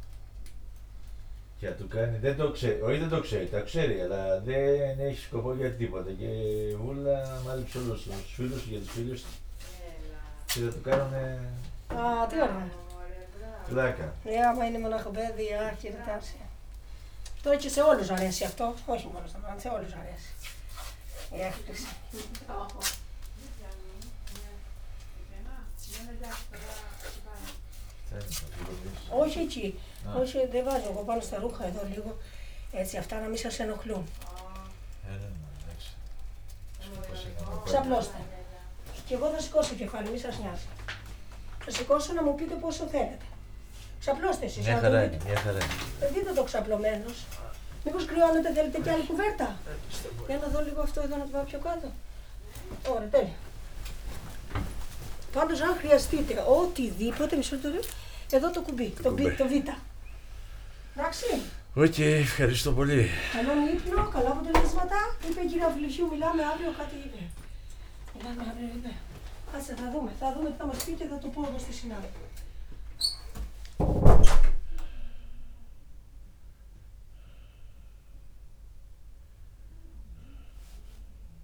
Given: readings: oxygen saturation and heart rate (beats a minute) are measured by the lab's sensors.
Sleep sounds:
a person awake in a sleep study, by a room microphone; none
3.00-9.00 s: tachycardia (device-marked, heart rate 74 before, 117 extreme)
3.50-5.50 s: long interval between heartbeats (device-marked, heart rate 78 before, 88 extreme)
6.50-8.50 s: long interval between heartbeats (device-marked, heart rate 79 before, 114 extreme)
9.50-14.50 s: snoring (device-marked)
17.50-19.50 s: long interval between heartbeats (device-marked, heart rate 93 before, 100 extreme)
24.50-26.50 s: long interval between heartbeats (device-marked, heart rate 98 before, 86 extreme)
29.00-42.00 s: tachycardia (device-marked, heart rate 79 before, 184 extreme)
31.50-33.50 s: long interval between heartbeats (device-marked, heart rate 91 before, 94 extreme)
33.50-35.50 s: long interval between heartbeats (device-marked, heart rate 91 before, 126 extreme)
35.50-37.50 s: long interval between heartbeats (device-marked, heart rate 96 before, 161 extreme)
38.50-40.50 s: long interval between heartbeats (device-marked, heart rate 108 before, 175 extreme)
40.50-42.50 s: long interval between heartbeats (device-marked, heart rate 116 before, 156 extreme)
43.00-49.00 s: tachycardia (device-marked, heart rate 85 before, 137 extreme)
45.00-49.50 s: snoring (device-marked)
46.00-48.00 s: long interval between heartbeats (device-marked, heart rate 128 before, 125 extreme)
48.50-50.50 s: long interval between heartbeats (device-marked, heart rate 132 before, 137 extreme)
52.00-58.00 s: tachycardia (device-marked, heart rate 87 before, 106 extreme)
54.00-56.00 s: long interval between heartbeats (device-marked, heart rate 140 before, 96 extreme)
58.00-60.00 s: long interval between heartbeats (device-marked, heart rate 128 before, 116 extreme)
78.00-81.44 s: new sleep stage, N1 (lightest sleep)
From the record:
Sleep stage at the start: awake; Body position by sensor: upright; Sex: male

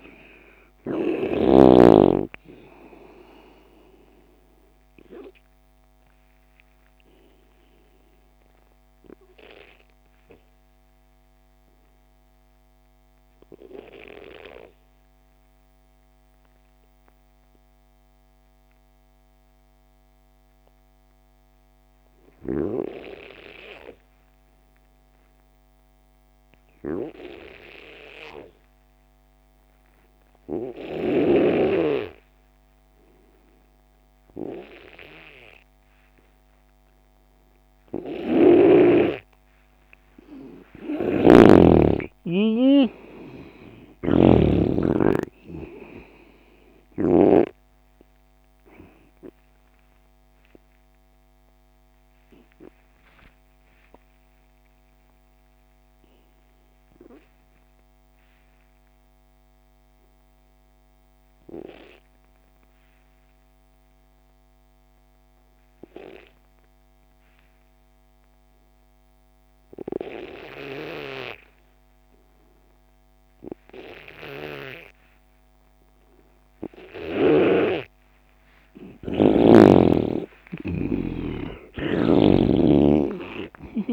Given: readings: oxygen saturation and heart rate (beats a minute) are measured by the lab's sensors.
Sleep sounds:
breathing in sleep by a microphone on the trachea; 2
0.00-20.00 s: oxygen desaturation (device-marked, oxygen 89% lowest)
6.00-39.50 s: obstructive apnea (oxygen 98% before, 84% lowest)
36.00-67.00 s: oxygen desaturation (device-marked, oxygen 98% before, 89% lowest)
40.50-47.00 s: snoring (device-marked)
42.00-45.50 s: arousal
51.00-77.00 s: obstructive apnea (oxygen 98% before, 84% lowest)
79.00-83.00 s: arousal
80.00-83.93 s: oxygen desaturation (device-marked, oxygen 97% before, 84% lowest)
82.00-83.93 s: snoring (device-marked)
From the record:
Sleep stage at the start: N2 (light sleep); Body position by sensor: on the left side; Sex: male

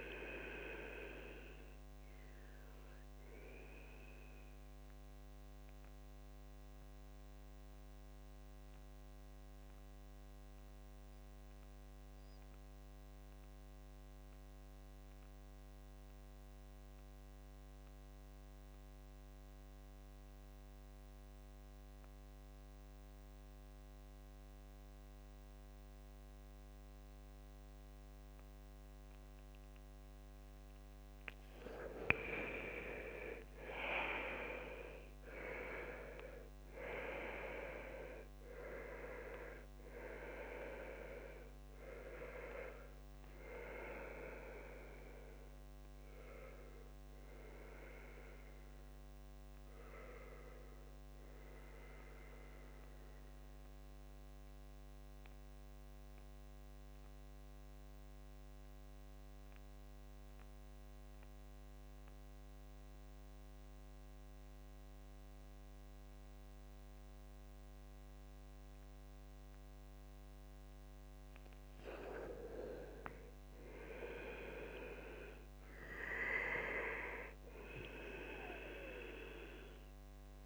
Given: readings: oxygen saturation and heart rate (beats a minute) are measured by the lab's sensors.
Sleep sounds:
breathing in sleep by a microphone on the trachea; 2
0.00-15.50 s: oxygen desaturation (device-marked, oxygen 81% lowest, heart rate 63 extreme)
2.00-30.00 s: mixed apnea (oxygen 99% before, 80% lowest, heart rate 69 before, 63 extreme, up 5 after)
25.50-62.50 s: oxygen desaturation (device-marked, oxygen 99% before, 80% lowest, heart rate 67 before, 64 extreme)
31.50-36.00 s: arousal
41.00-43.00 s: long interval between heartbeats (device-marked, heart rate 69 before, 85 extreme)
48.50-71.00 s: mixed apnea (oxygen 99% before, 80% lowest, heart rate 75 before, 64 extreme)
72.50-76.50 s: arousal
74.50-80.46 s: oxygen desaturation (device-marked, oxygen 99% before, 85% lowest, heart rate 72 before, 64 extreme)
From the record:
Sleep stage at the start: N2 (light sleep); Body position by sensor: on the back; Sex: male

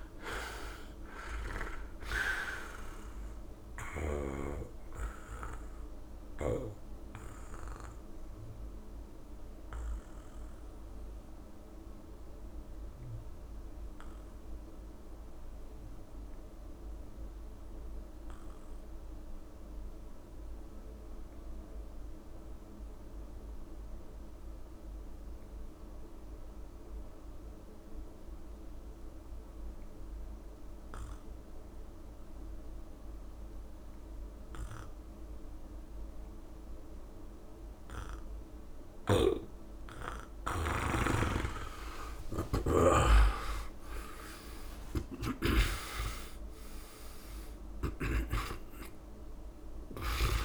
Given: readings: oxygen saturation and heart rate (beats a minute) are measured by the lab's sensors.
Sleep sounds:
breathing in sleep by a room microphone; 1
3.50-39.00 s: obstructive apnea (oxygen 97% before, 82% lowest, heart rate 67 before, 34 extreme, up 13 after)
8.00-22.00 s: oxygen desaturation (device-marked, oxygen 93% before, 85% lowest, heart rate 68 before, 66 extreme)
36.00-50.45 s: oxygen desaturation (device-marked, oxygen 99% before, 82% lowest, heart rate 68 before, 34 extreme)
41.00-50.00 s: snoring (device-marked)
42.50-48.00 s: arousal
43.50-45.50 s: long interval between heartbeats (device-marked, heart rate 69 before, 79 extreme)
47.50-49.50 s: long interval between heartbeats (device-marked, heart rate 70 before, 68 extreme)
From the record:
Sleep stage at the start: N2 (light sleep); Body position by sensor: on the back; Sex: male

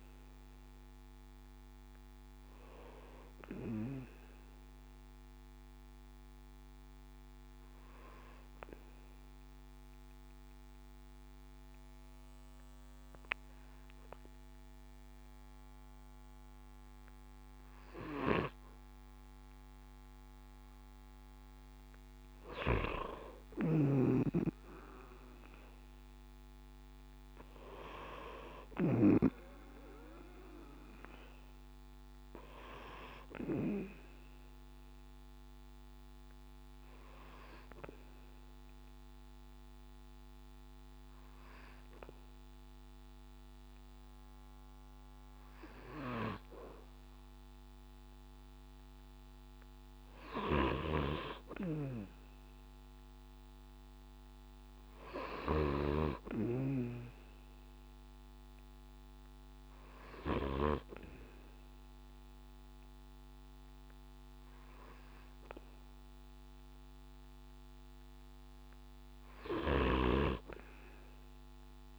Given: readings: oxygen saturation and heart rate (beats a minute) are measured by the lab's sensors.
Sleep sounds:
breathing in sleep by a microphone on the trachea; 2
7.50-20.00 s: obstructive apnea (oxygen 98% before, 95% lowest, heart rate 69 before, 63 extreme, up 5 after)
23.00-29.00 s: snoring (device-marked)
23.50-27.50 s: arousal
37.50-50.00 s: obstructive apnea (oxygen 98% before, 95% lowest, heart rate 68 before, 64 extreme, up 7 after)
52.00-56.00 s: arousal
69.50-71.99 s: snoring (device-marked)
From the record:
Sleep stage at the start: N2 (light sleep); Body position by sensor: on the back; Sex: male

